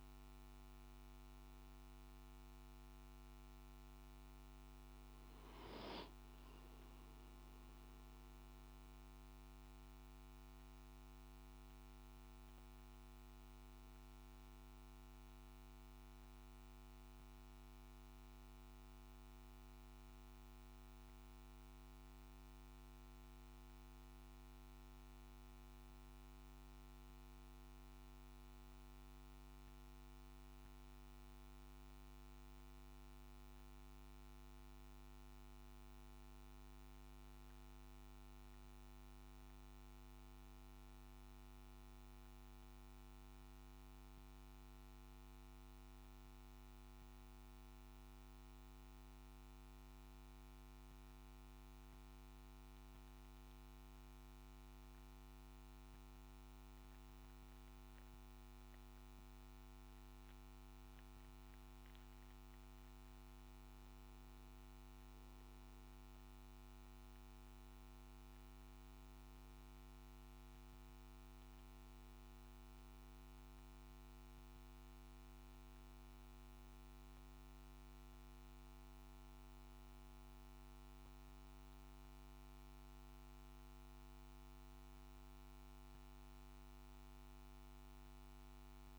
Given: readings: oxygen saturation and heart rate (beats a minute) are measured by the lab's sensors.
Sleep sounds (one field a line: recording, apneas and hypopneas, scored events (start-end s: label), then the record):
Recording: breathing in sleep, hard to hear, by a microphone on the trachea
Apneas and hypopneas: 2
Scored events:
12.00-24.50 s: hypopnea (oxygen 98% before, 94% lowest, heart rate 63 before, 61 extreme, up 1 after)
49.00-63.00 s: hypopnea (oxygen 98% before, 94% lowest, heart rate 62 before, 59 extreme, up 6 after)
From the record:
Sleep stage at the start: N1 (lightest sleep)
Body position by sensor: on the back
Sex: male